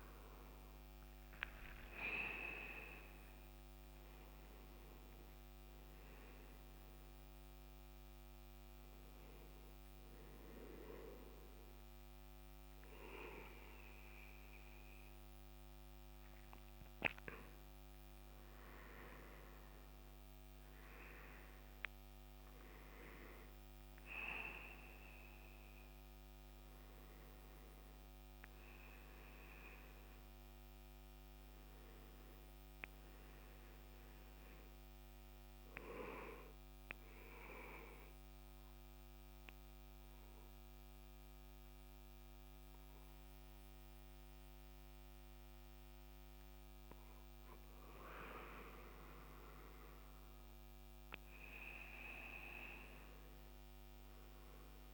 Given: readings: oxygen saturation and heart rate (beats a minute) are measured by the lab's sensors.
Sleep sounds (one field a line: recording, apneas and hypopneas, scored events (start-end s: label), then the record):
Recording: breathing in sleep by a microphone on the trachea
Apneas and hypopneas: 1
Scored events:
27.50-54.94 s: new sleep stage, N2 (light sleep)
28.00-31.50 s: arousal
35.50-46.50 s: obstructive apnea (oxygen 100% before, 93% lowest, heart rate 80 before, 66 extreme, up 5 after)
50.00-54.00 s: arousal
From the record:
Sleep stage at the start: N1 (lightest sleep)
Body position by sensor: on the right side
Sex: male